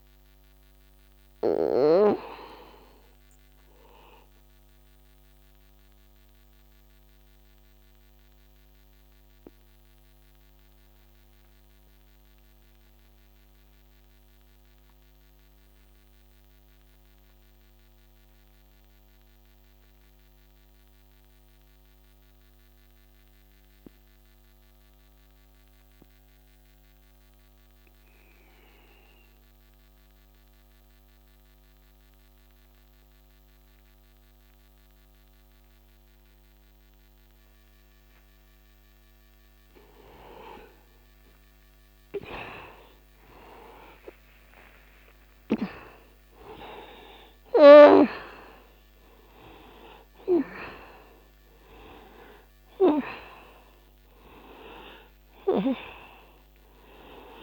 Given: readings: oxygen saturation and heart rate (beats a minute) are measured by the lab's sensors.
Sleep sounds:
breathing in sleep by a microphone on the trachea; 1
7.50-40.50 s: mixed apnea (oxygen 97% before, 84% lowest, heart rate 65 before, 62 extreme, up 0 after)
8.50-20.50 s: oxygen desaturation (device-marked, oxygen 96% before, 91% lowest, heart rate 66 before, 62 extreme)
39.50-57.43 s: oxygen desaturation (device-marked, oxygen 97% before, 84% lowest, heart rate 63 before, 62 extreme)
44.00-49.00 s: arousal
From the record:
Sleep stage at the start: N2 (light sleep); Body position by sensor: on the back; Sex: male

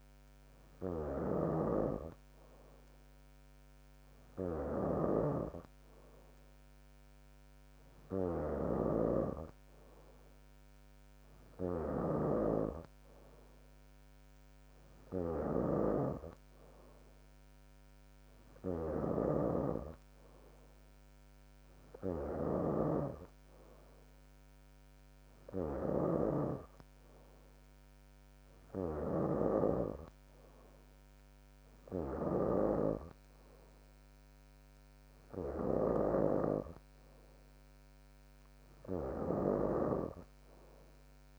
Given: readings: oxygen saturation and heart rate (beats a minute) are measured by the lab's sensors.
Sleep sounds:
breathing in sleep by a microphone on the trachea; none
0.00-41.39 s: snoring (device-marked)
From the record:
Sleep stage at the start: N3 (deep sleep); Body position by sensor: on the back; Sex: female

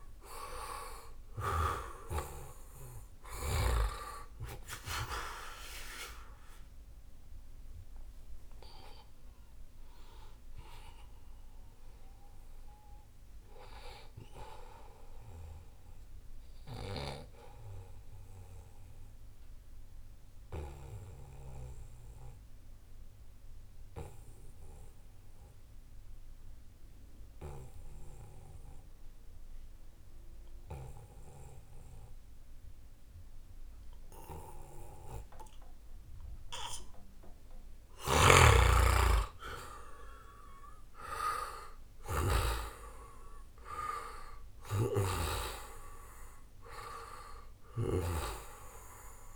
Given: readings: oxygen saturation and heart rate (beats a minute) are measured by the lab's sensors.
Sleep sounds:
breathing in sleep by a room microphone; 1
0.00-21.00 s: oxygen desaturation (device-marked, oxygen 90% lowest, heart rate 72 extreme)
16.00-18.00 s: long interval between heartbeats (device-marked, heart rate 82 before, 100 extreme)
18.50-38.00 s: obstructive apnea (oxygen 96% before, 89% lowest, heart rate 84 before, 72 extreme, up 8 after)
36.50-38.50 s: long interval between heartbeats (device-marked, heart rate 82 before, 80 extreme)
38.00-42.50 s: snoring (device-marked)
38.00-49.36 s: oxygen desaturation (device-marked, oxygen 96% before, 89% lowest, heart rate 80 before, 70 extreme)
39.50-43.00 s: arousal
From the record:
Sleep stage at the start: N2 (light sleep); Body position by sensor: on the right side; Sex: male

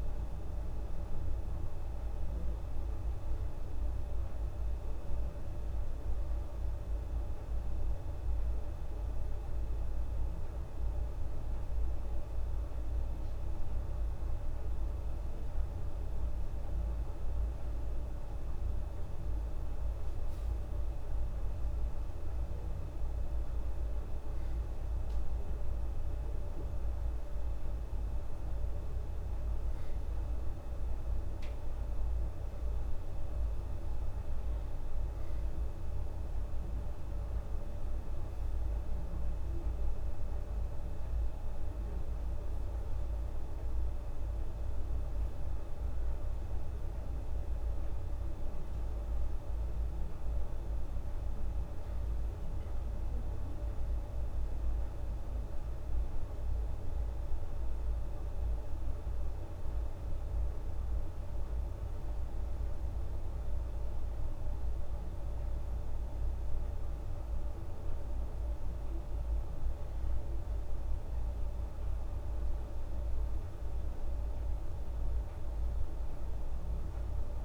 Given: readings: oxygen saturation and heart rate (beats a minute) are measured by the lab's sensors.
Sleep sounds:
breathing in sleep, hard to hear, by a room microphone; 1
4.50-18.00 s: hypopnea (oxygen 96% before, 94% lowest, heart rate 103 before, 47 extreme, up 23 after)
21.00-24.50 s: arousal
21.00-77.45 s: new sleep stage, N1 (lightest sleep)
From the record:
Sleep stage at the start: N2 (light sleep); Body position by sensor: on the back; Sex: female

